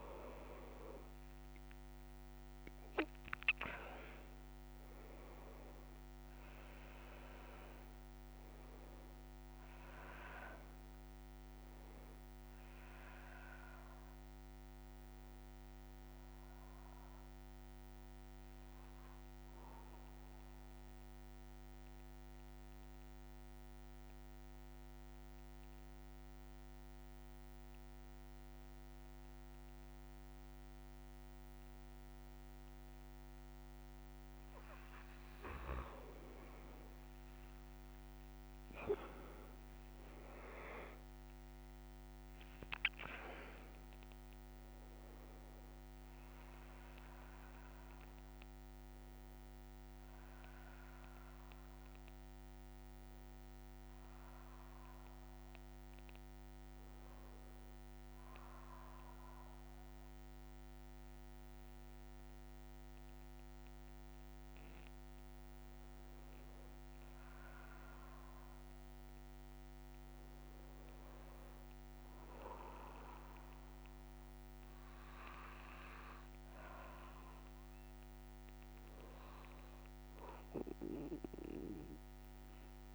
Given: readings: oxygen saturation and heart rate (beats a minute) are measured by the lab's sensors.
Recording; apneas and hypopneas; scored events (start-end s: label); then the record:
breathing in sleep by a microphone on the trachea; 2
0.00-31.00 s: oxygen desaturation (device-marked, oxygen 92% lowest, heart rate 64 extreme)
19.00-35.00 s: obstructive apnea (oxygen 98% before, 92% lowest, heart rate 126 before, 64 extreme)
50.00-65.00 s: oxygen desaturation (device-marked, oxygen 97% before, 92% lowest, heart rate 134 before, 90 extreme)
53.00-65.50 s: hypopnea (oxygen 98% before, 92% lowest, heart rate 145 before, 90 extreme, up 40 after)
From the record:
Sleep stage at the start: N1 (lightest sleep); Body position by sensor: on the back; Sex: male